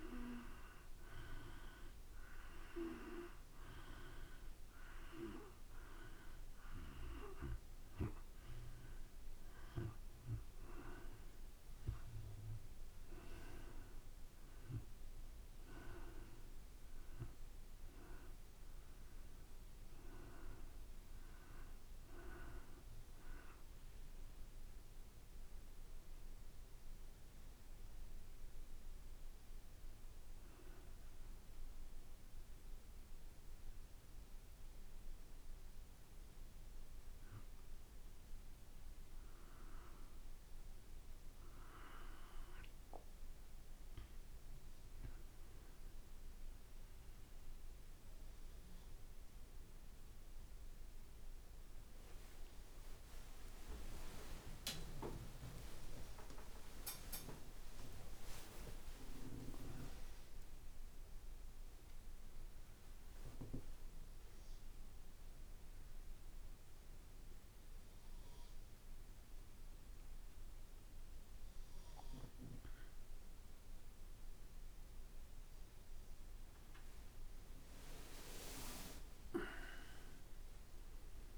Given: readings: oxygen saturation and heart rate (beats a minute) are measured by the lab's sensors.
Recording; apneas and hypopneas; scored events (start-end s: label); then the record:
breathing in sleep by a room microphone; 1
0.00-15.00 s: oxygen desaturation (device-marked, oxygen 91% lowest, heart rate 54 extreme)
30.50-43.50 s: hypopnea (oxygen 94% before, 90% lowest, heart rate 56 before, 54 extreme, up 3 after)
36.00-81.38 s: new sleep stage, N1 (lightest sleep)
50.00-60.00 s: oxygen desaturation (device-marked, oxygen 95% before, 90% lowest, heart rate 55 before, 61 extreme)
52.00-60.00 s: tachycardia (device-marked, heart rate 56 before, 167 extreme)
52.50-58.00 s: arousal
53.00-65.00 s: drop in pulse transit time (device-marked, heart rate 55 before, 72 extreme)
53.50-55.50 s: long interval between heartbeats (device-marked, heart rate 55 before, 72 extreme)
59.50-61.50 s: long interval between heartbeats (device-marked, heart rate 74 before, 149 extreme)
From the record:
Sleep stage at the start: N2 (light sleep); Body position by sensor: on the back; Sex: male